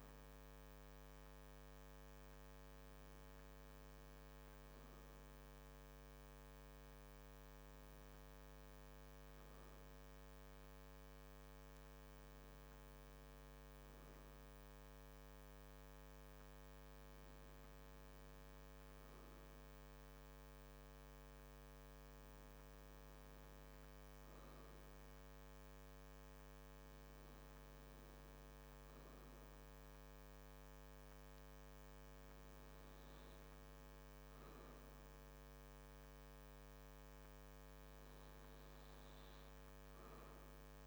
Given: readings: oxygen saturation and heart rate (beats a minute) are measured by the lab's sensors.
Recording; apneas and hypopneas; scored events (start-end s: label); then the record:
breathing in sleep, hard to hear, by a microphone on the trachea; none
none scored
From the record:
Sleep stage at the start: N2 (light sleep); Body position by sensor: on the back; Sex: male